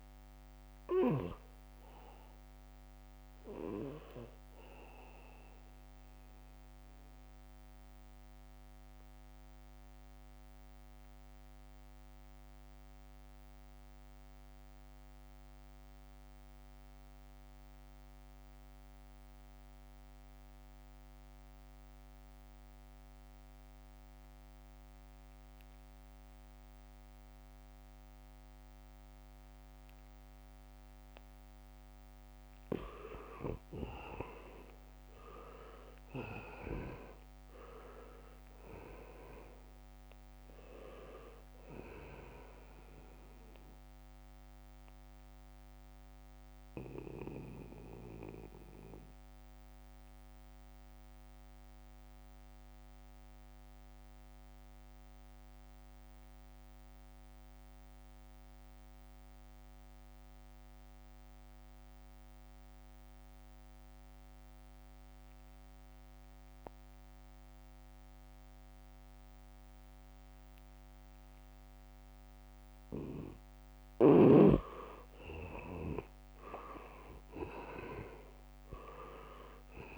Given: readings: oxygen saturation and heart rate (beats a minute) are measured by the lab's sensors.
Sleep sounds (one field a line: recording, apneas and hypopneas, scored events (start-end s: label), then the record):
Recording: breathing in sleep by a microphone on the trachea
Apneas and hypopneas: 2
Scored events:
0.00-19.00 s: oxygen desaturation (device-marked, oxygen 78% lowest, heart rate 66 extreme)
8.50-32.00 s: mixed apnea (oxygen 99% before, 78% lowest, heart rate 71 before, 67 extreme, up 1 after)
25.00-60.00 s: oxygen desaturation (device-marked, oxygen 99% before, 79% lowest, heart rate 76 before, 67 extreme)
30.50-39.00 s: leg movement (device-marked)
33.50-37.50 s: arousal
47.50-73.00 s: mixed apnea (oxygen 99% before, 78% lowest, heart rate 71 before, 67 extreme, up 0 after)
69.00-79.98 s: oxygen desaturation (device-marked, oxygen 99% before, 78% lowest, heart rate 76 before, 66 extreme)
74.00-79.98 s: leg movement (device-marked)
76.50-79.98 s: arousal
From the record:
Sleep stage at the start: N2 (light sleep)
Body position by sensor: on the back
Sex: male